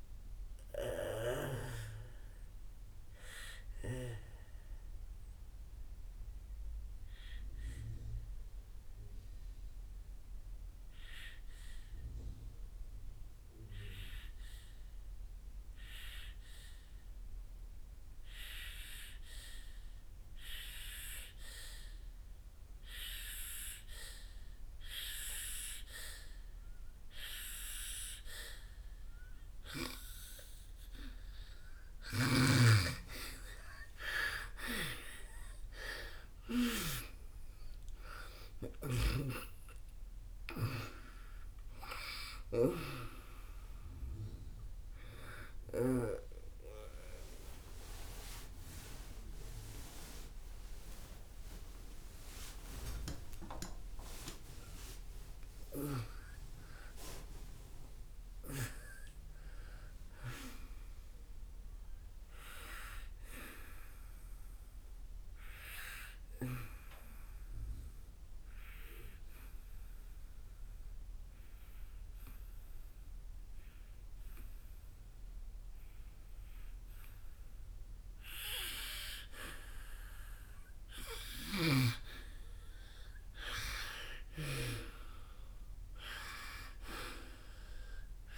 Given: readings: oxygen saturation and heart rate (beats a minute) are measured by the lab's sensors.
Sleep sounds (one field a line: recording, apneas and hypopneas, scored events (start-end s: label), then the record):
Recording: breathing in sleep by a room microphone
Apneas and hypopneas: 2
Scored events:
0.00-19.00 s: oxygen desaturation (device-marked, oxygen 88% lowest, heart rate 57 extreme)
2.00-31.50 s: obstructive apnea (oxygen 98% before, 85% lowest, heart rate 68 before, 57 extreme, up 8 after)
27.00-57.00 s: oxygen desaturation (device-marked, oxygen 98% before, 86% lowest, heart rate 61 before, 63 extreme)
35.00-40.50 s: arousal
53.50-58.50 s: arousal
59.00-70.00 s: oxygen desaturation (device-marked, oxygen 88% before, 85% lowest, heart rate 73 before, 63 extreme)
68.50-79.50 s: obstructive apnea (oxygen 89% before, 85% lowest, heart rate 71 before, 61 extreme, up 7 after)
84.00-88.38 s: arousal
86.00-88.38 s: oxygen desaturation (device-marked, oxygen 99% before, 88% lowest, heart rate 66 before, 57 extreme)
From the record:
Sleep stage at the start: N2 (light sleep)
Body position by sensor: on the back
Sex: female